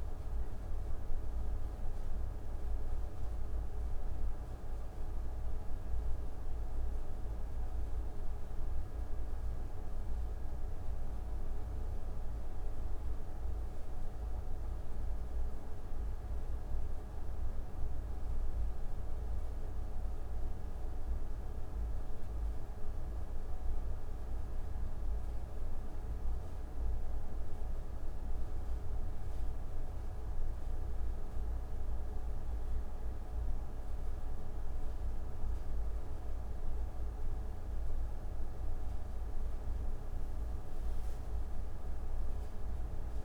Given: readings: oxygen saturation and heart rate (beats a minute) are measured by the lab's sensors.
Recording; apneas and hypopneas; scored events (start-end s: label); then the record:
breathing in sleep, hard to hear, by a room microphone; none
none scored
From the record:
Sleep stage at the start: N1 (lightest sleep); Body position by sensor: on the back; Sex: male